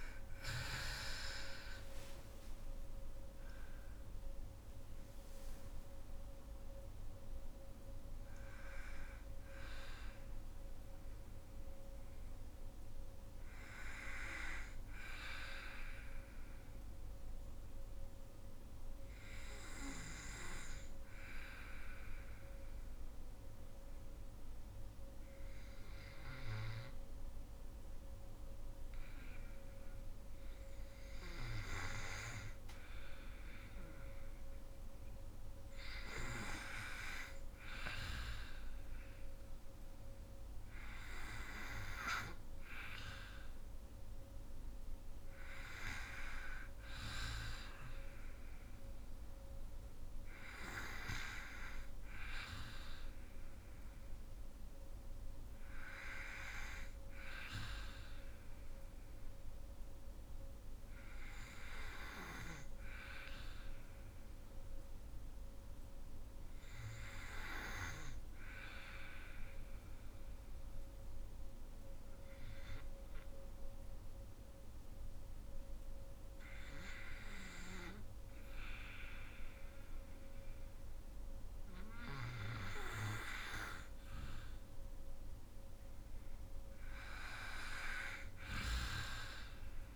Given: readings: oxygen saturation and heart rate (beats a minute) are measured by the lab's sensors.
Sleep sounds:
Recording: breathing in sleep by a room microphone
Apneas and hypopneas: 2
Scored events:
0.00-23.00 s: oxygen desaturation (device-marked, oxygen 91% lowest, heart rate 54 extreme)
0.50-4.50 s: arousal
14.50-33.00 s: obstructive apnea (oxygen 97% before, 91% lowest, heart rate 62 before, 54 extreme, up 4 after)
35.00-38.50 s: arousal
42.00-62.00 s: oxygen desaturation (device-marked, oxygen 98% before, 93% lowest, heart rate 56 before, 51 extreme)
67.50-83.00 s: obstructive apnea (oxygen 97% before, 92% lowest, heart rate 57 before, 51 extreme, up 8 after)
From the record:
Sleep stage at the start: N2 (light sleep)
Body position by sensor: on the back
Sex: female

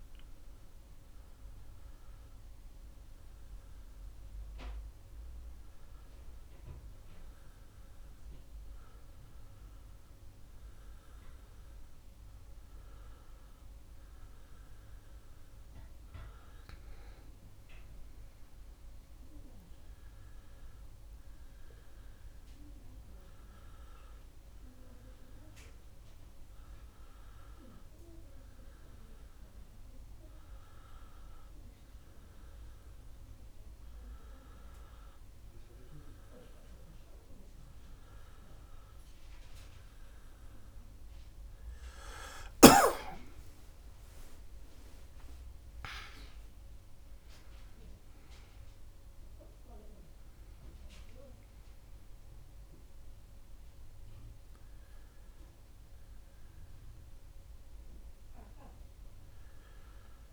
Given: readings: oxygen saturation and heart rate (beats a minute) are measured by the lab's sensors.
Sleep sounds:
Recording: breathing in sleep by a room microphone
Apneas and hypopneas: none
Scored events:
41.00-44.00 s: arousal
44.00-46.00 s: long interval between heartbeats (device-marked, heart rate 71 before, 71 extreme)
From the record:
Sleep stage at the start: N2 (light sleep)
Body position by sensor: on the back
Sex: male

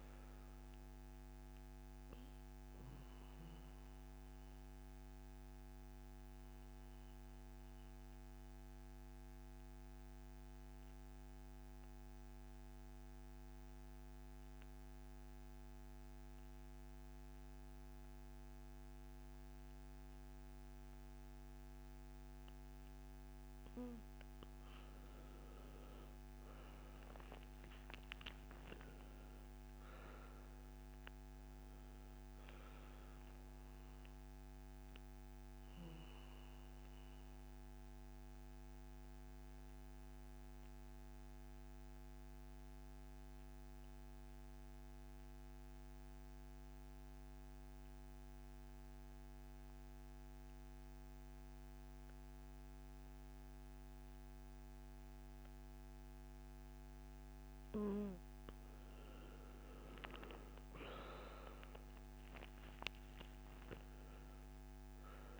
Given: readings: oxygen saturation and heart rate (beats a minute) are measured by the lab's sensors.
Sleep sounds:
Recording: breathing in sleep, hard to hear, by a microphone on the trachea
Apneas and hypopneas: 2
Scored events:
0.00-11.00 s: oxygen desaturation (device-marked, oxygen 83% lowest, heart rate 63 extreme)
3.50-23.50 s: obstructive apnea (oxygen 98% before, 80% lowest, heart rate 72 before, 63 extreme, up 13 after)
24.00-43.00 s: oxygen desaturation (device-marked, oxygen 98% before, 82% lowest, heart rate 65 before, 64 extreme)
27.00-30.50 s: arousal
34.50-56.50 s: obstructive apnea (oxygen 98% before, 80% lowest, heart rate 69 before, 64 extreme, up 13 after)
57.00-65.40 s: oxygen desaturation (device-marked, oxygen 98% before, 80% lowest, heart rate 66 before, 65 extreme)
59.00-63.00 s: arousal
From the record:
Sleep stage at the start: N2 (light sleep)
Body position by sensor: on the back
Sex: male

